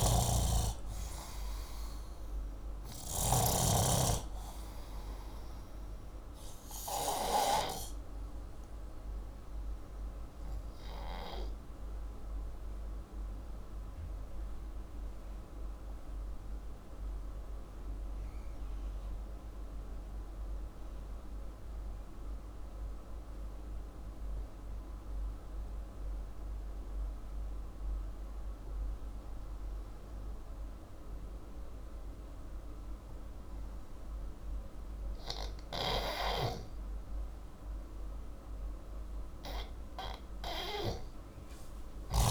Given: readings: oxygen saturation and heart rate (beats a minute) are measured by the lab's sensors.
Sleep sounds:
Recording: breathing in sleep by a room microphone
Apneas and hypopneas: 1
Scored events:
0.00-3.00 s: snoring (device-marked)
11.00-34.50 s: obstructive apnea
35.50-42.31 s: snoring (device-marked)
40.50-42.31 s: arousal
From the record:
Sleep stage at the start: N2 (light sleep)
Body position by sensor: upright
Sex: male

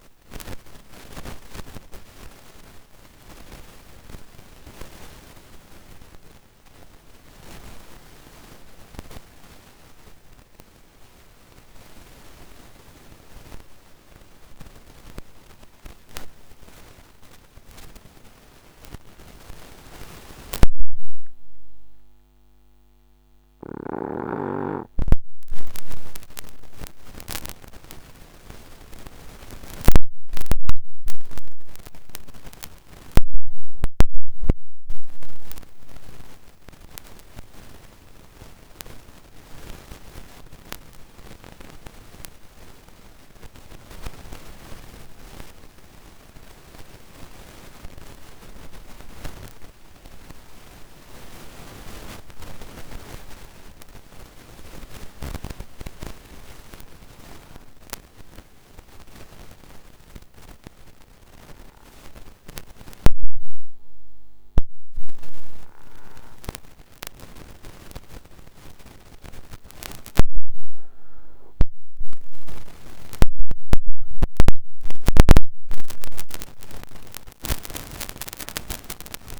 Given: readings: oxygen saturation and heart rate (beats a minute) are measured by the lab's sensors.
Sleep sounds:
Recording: a person partly awake in a sleep study, by a microphone on the trachea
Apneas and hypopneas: 2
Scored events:
7.00-24.50 s: obstructive apnea (oxygen 94% before, 84% lowest, heart rate 82 before, 65 extreme, up 11 after)
26.50-31.00 s: arousal
39.00-52.00 s: oxygen desaturation (device-marked, oxygen 94% before, 84% lowest, heart rate 74 before, 61 extreme)
39.00-66.50 s: obstructive apnea (oxygen 96% before, 84% lowest, heart rate 74 before, 61 extreme, up 5 after)
58.00-79.40 s: new sleep stage, awake
69.00-79.40 s: oxygen desaturation (device-marked, oxygen 95% before, 91% lowest, heart rate 71 before, 81 extreme)
From the record:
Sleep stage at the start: N2 (light sleep)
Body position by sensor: on the right side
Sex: male

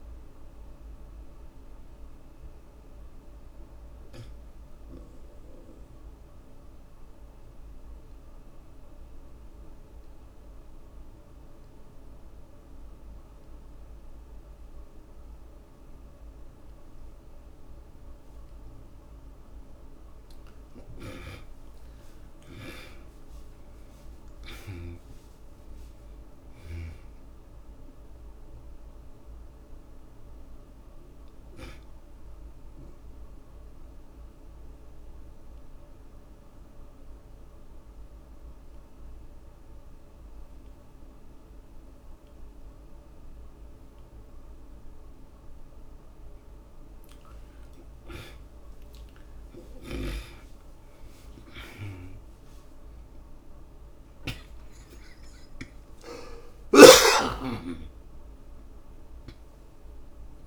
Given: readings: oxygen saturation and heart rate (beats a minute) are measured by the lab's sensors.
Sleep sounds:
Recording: breathing in sleep by a room microphone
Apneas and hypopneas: 2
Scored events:
0.00-16.50 s: oxygen desaturation (device-marked, oxygen 69% lowest, heart rate 49 extreme)
2.00-18.50 s: obstructive apnea (oxygen 93% before, 67% lowest, heart rate 94 before, 62 extreme, up 22 after)
21.50-25.50 s: arousal
21.50-45.50 s: oxygen desaturation (device-marked, oxygen 92% before, 67% lowest, heart rate 117 before, 55 extreme)
28.00-45.00 s: obstructive apnea (oxygen 92% before, 67% lowest, heart rate 84 before, 55 extreme, up 25 after)
47.50-60.47 s: oxygen desaturation (device-marked, oxygen 92% before, 73% lowest, heart rate 72 before, 49 extreme)
48.00-51.50 s: arousal
49.50-54.50 s: snoring (device-marked)
56.50-60.47 s: snoring (device-marked)
From the record:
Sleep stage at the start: N2 (light sleep)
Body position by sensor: on the back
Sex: male

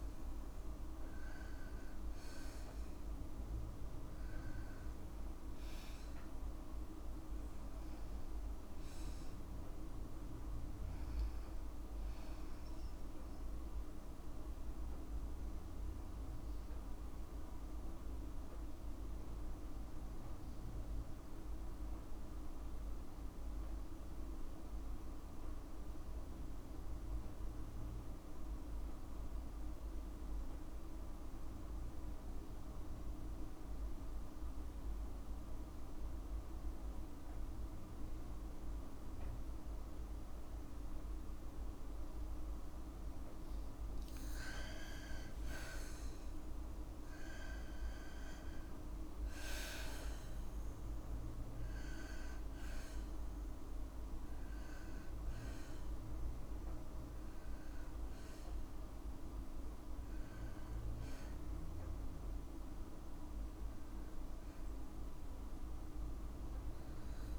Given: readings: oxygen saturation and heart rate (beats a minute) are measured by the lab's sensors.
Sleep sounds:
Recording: breathing in sleep, hard to hear, by a room microphone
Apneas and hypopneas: 1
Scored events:
5.50-7.50 s: long interval between heartbeats (device-marked, heart rate 64 before, 84 extreme)
15.50-41.50 s: obstructive apnea (oxygen 97% before, 89% lowest, heart rate 72 before, 54 extreme, up 5 after)
21.50-36.50 s: oxygen desaturation (device-marked, oxygen 96% before, 89% lowest, heart rate 67 before, 54 extreme)
44.50-47.50 s: arousal
50.50-52.50 s: long interval between heartbeats (device-marked, heart rate 56 before, 79 extreme)
From the record:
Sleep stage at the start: N2 (light sleep)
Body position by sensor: on the left side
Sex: female

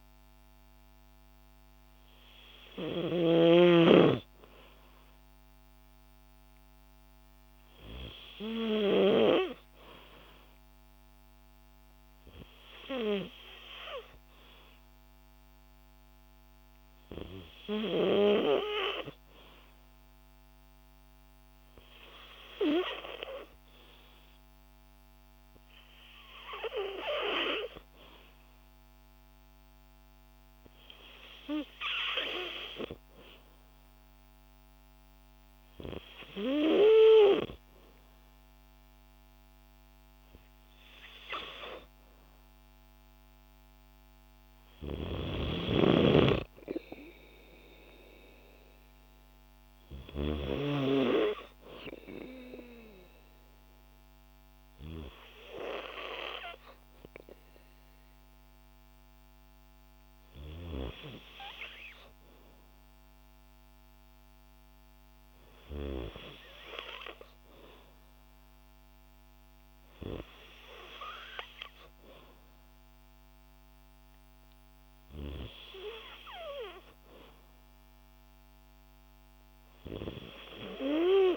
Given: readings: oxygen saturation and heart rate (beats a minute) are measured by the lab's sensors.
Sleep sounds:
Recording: breathing in sleep by a microphone on the trachea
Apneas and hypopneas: none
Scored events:
none scored
From the record:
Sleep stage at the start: N2 (light sleep)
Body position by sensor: on the back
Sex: female

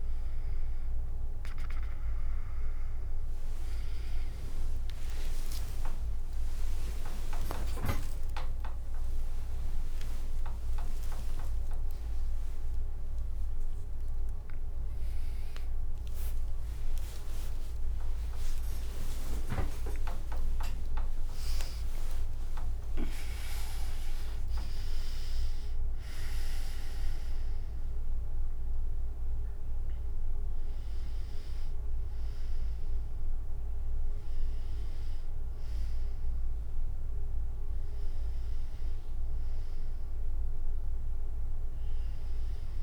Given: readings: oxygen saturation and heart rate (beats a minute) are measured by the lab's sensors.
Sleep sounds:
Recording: a person awake in a sleep study, by a room microphone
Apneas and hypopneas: none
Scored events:
0.00-3.50 s: drop in pulse transit time (device-marked, heart rate 77 extreme)
2.50-25.50 s: tachycardia (device-marked, heart rate 73 before, 175 extreme)
14.50-42.83 s: new sleep stage, awake
15.50-16.50 s: drop in pulse transit time (device-marked, heart rate 114 before, 132 extreme)
18.50-36.50 s: drop in pulse transit time (device-marked, heart rate 123 before, 37 extreme)
From the record:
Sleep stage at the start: N2 (light sleep)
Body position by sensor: on the back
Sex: female

